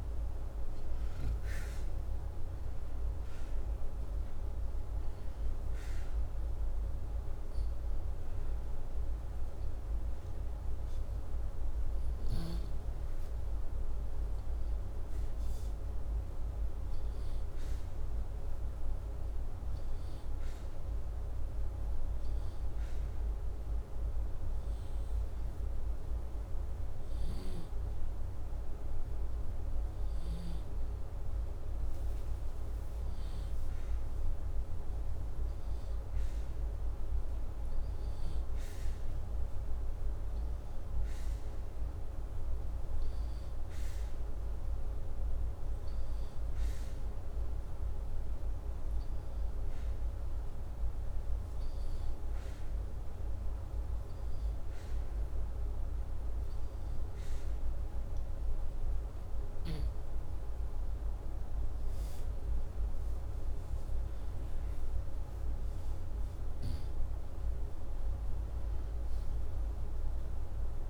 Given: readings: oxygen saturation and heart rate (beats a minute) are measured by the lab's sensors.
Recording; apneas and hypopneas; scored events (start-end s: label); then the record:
breathing in sleep, hard to hear, by a room microphone; 2
0.00-20.50 s: oxygen desaturation (device-marked, oxygen 93% lowest, heart rate 81 extreme)
13.50-16.00 s: arousal
17.50-28.50 s: hypopnea (oxygen 97% before, 94% lowest, heart rate 87 before, 81 extreme, up 4 after)
29.00-32.50 s: arousal
54.50-64.50 s: hypopnea (oxygen 97% before, 95% lowest, heart rate 84 before, 85 extreme, up 3 after)
66.00-69.50 s: arousal
From the record:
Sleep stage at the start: N2 (light sleep); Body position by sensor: upright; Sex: male